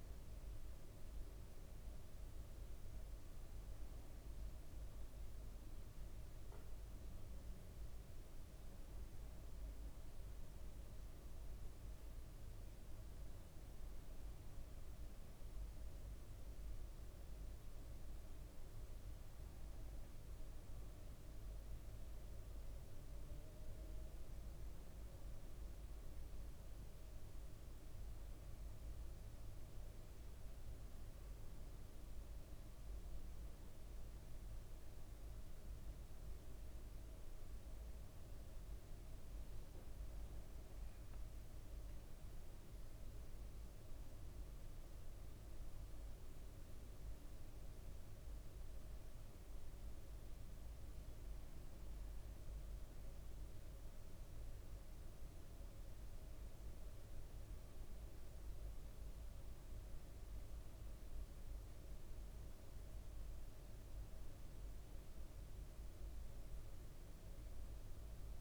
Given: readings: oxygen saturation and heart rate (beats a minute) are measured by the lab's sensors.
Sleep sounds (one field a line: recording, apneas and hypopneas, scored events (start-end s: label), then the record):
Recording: breathing in sleep, hard to hear, by a room microphone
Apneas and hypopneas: none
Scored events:
13.50-15.00 s: leg movement (device-marked)
38.50-40.00 s: leg movement (device-marked)
63.50-65.00 s: leg movement (device-marked)
From the record:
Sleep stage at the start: N1 (lightest sleep)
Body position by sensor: on the right side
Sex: male